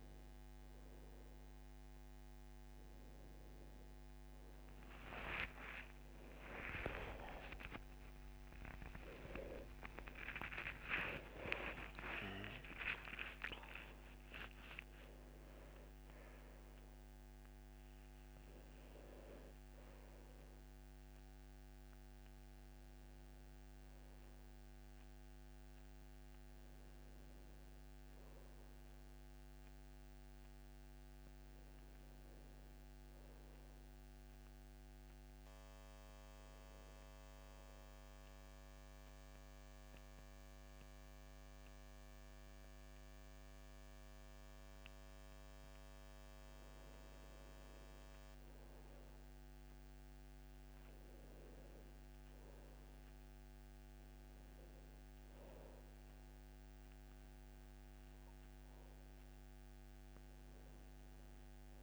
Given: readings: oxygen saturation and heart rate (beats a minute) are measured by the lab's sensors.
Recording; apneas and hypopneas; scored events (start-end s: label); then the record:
a person partly awake in a sleep study, by a microphone on the trachea; 1
24.00-54.00 s: new sleep stage, N1 (lightest sleep)
35.00-46.50 s: obstructive apnea (oxygen 98% before, 91% lowest, heart rate 91 before, 72 extreme, up 2 after)
49.00-52.50 s: arousal
51.00-61.83 s: oxygen desaturation (device-marked, oxygen 97% before, 91% lowest, heart rate 75 before, 73 extreme)
54.00-61.83 s: new sleep stage, N2 (light sleep)
From the record:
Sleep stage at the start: awake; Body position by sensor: on the back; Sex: male